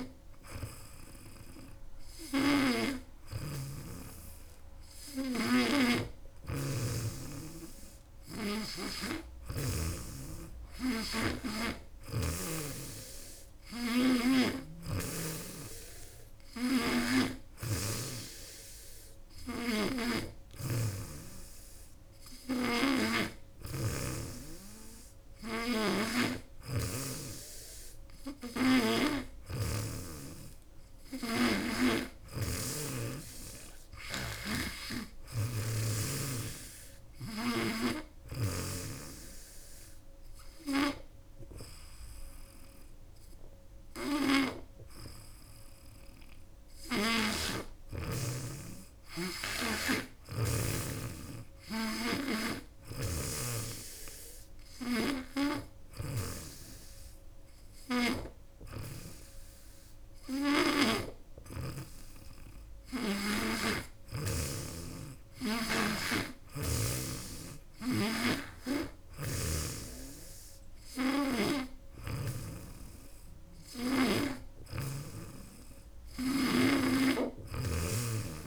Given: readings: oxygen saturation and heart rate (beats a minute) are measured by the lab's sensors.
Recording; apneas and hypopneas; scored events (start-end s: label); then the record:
breathing in sleep by a room microphone; 1
2.00-8.50 s: snoring (device-marked)
10.50-14.50 s: snoring (device-marked)
19.00-23.00 s: snoring (device-marked)
19.00-78.47 s: new sleep stage, N2 (light sleep)
25.00-37.50 s: snoring (device-marked)
37.50-47.50 s: hypopnea (oxygen 97% before, 94% lowest, heart rate 88 before, 78 extreme, up 7 after)
46.50-50.50 s: snoring (device-marked)
49.00-53.00 s: arousal
52.50-60.50 s: snoring (device-marked)
67.50-72.00 s: snoring (device-marked)
76.50-78.47 s: snoring (device-marked)
From the record:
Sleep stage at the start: N3 (deep sleep); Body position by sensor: on the back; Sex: female